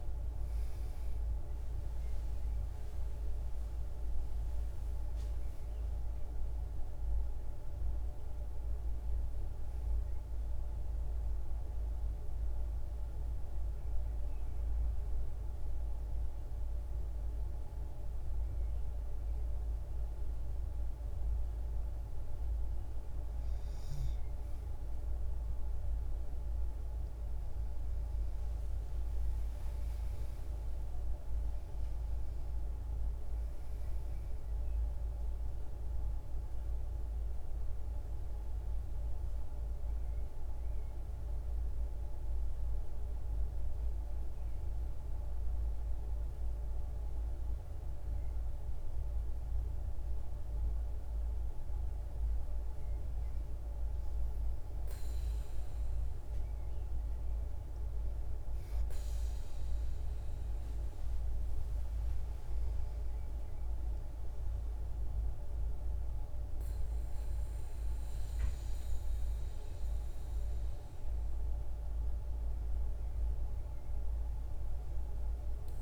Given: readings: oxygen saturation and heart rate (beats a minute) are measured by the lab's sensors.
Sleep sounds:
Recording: breathing in sleep, hard to hear, by a room microphone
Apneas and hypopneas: 2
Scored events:
10.00-22.00 s: mixed apnea (oxygen 97% before, 93% lowest, heart rate 62 before, 55 extreme, up 7 after)
24.50-28.00 s: arousal
25.50-41.50 s: oxygen desaturation (device-marked, oxygen 96% before, 93% lowest, heart rate 62 before, 55 extreme)
35.50-48.00 s: hypopnea (oxygen 96% before, 93% lowest, heart rate 61 before, 55 extreme, up 2 after)
50.50-54.50 s: arousal
From the record:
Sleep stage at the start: N2 (light sleep)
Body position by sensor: on the back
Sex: female

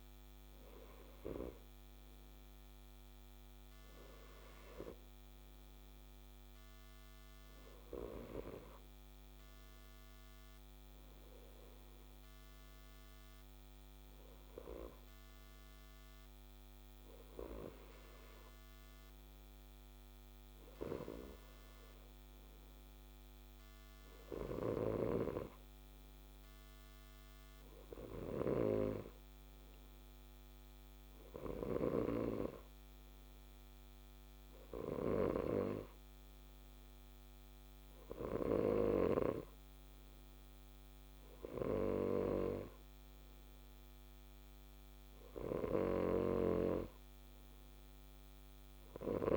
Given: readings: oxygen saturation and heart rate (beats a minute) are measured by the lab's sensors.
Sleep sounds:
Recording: breathing in sleep by a microphone on the trachea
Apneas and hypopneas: none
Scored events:
45.50-49.37 s: snoring (device-marked)
From the record:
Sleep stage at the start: N2 (light sleep)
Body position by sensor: on the left side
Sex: male

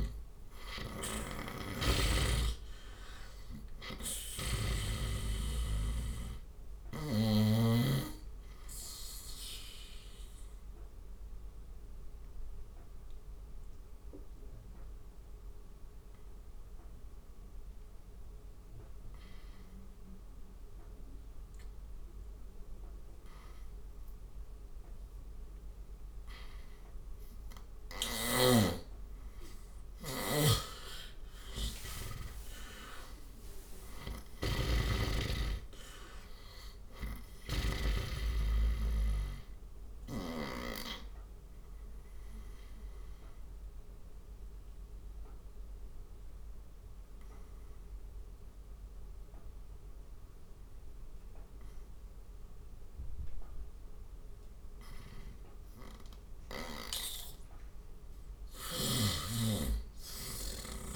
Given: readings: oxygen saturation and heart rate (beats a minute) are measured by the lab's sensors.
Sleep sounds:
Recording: breathing in sleep by a room microphone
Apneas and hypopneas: 2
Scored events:
0.00-1.00 s: arousal
1.00-9.00 s: oxygen desaturation (device-marked, oxygen 97% before, 91% lowest, heart rate 73 before, 74 extreme)
9.50-27.00 s: obstructive apnea (oxygen 97% before, 85% lowest, heart rate 76 before, 71 extreme, up 8 after)
21.00-31.00 s: oxygen desaturation (device-marked, oxygen 92% before, 87% lowest, heart rate 78 before, 71 extreme)
27.50-31.50 s: snoring (device-marked)
30.00-34.50 s: arousal
33.50-40.00 s: snoring (device-marked)
40.00-56.00 s: obstructive apnea (oxygen 98% before, 85% lowest, heart rate 79 before, 67 extreme, up 8 after)
52.00-60.96 s: oxygen desaturation (device-marked, oxygen 96% before, 85% lowest, heart rate 77 before, 67 extreme)
58.00-60.96 s: snoring (device-marked)
From the record:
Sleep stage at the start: N2 (light sleep)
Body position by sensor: on the right side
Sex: male

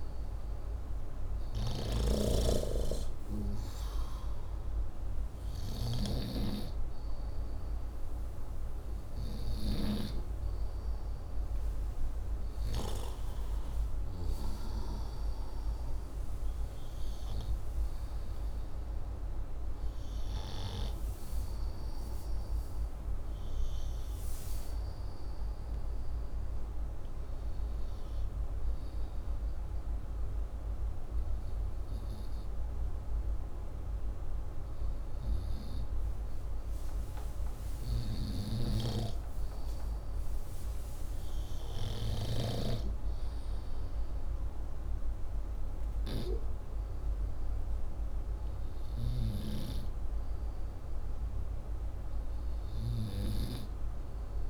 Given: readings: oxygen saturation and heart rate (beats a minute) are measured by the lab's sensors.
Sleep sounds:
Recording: breathing in sleep by a room microphone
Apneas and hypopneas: 1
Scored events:
1.50-6.00 s: snoring (device-marked)
15.00-19.50 s: arousal
25.00-37.00 s: hypopnea (oxygen 97% before, 93% lowest, heart rate 66 before, 58 extreme, up 8 after)
38.00-42.50 s: snoring (device-marked)
38.50-42.50 s: arousal
53.50-54.50 s: oxygen desaturation (device-marked, oxygen 97% before, 93% lowest, heart rate 65 before, 63 extreme)
From the record:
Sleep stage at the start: N2 (light sleep)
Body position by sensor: upright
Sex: male

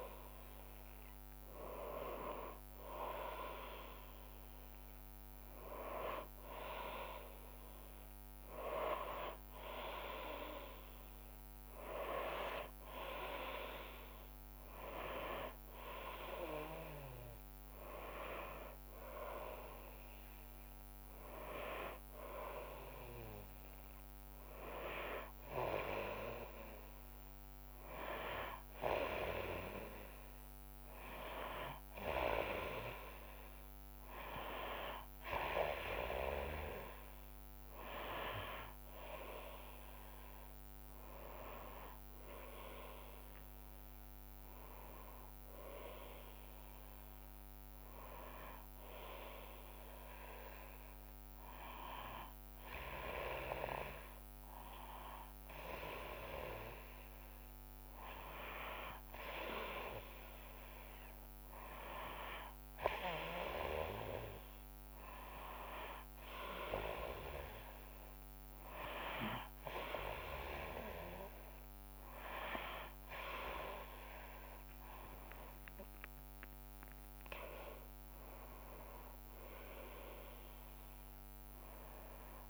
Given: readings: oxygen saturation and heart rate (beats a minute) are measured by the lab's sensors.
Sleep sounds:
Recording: breathing in sleep by a microphone on the trachea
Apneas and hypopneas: none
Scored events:
24.00-82.50 s: new sleep stage, N2 (light sleep)
32.00-34.00 s: tachycardia (device-marked, heart rate 81 before, 99 extreme)
41.00-52.00 s: drop in pulse transit time (device-marked, heart rate 87 before, 72 extreme)
73.00-80.00 s: tachycardia (device-marked, heart rate 81 before, 138 extreme)
74.50-78.50 s: arousal
75.00-82.50 s: drop in pulse transit time (device-marked, heart rate 76 before, 75 extreme)
From the record:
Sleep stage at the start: N1 (lightest sleep)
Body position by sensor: on the back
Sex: female

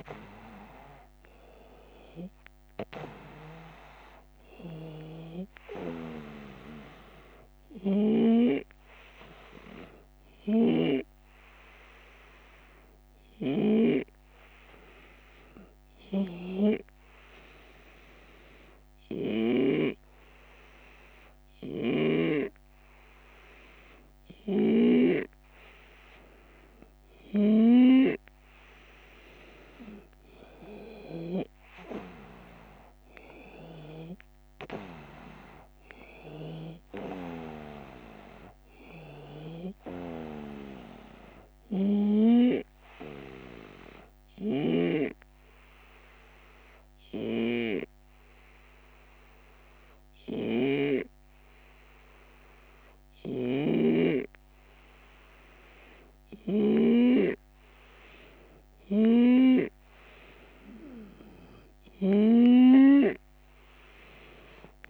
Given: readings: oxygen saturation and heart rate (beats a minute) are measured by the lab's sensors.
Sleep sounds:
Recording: breathing in sleep by a microphone on the trachea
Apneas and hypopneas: 2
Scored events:
0.00-2.00 s: arousal
10.50-28.50 s: hypopnea (oxygen 95% before, 91% lowest)
21.50-25.00 s: snoring (device-marked)
31.50-36.50 s: arousal
43.50-59.50 s: obstructive apnea (oxygen 95% before, 91% lowest)
44.00-62.50 s: snoring (device-marked)
63.50-64.90 s: oxygen desaturation (device-marked, oxygen 95% before, 92% lowest)
From the record:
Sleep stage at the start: N2 (light sleep)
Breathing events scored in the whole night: 321 in 4.1 hours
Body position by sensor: on the right side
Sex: male

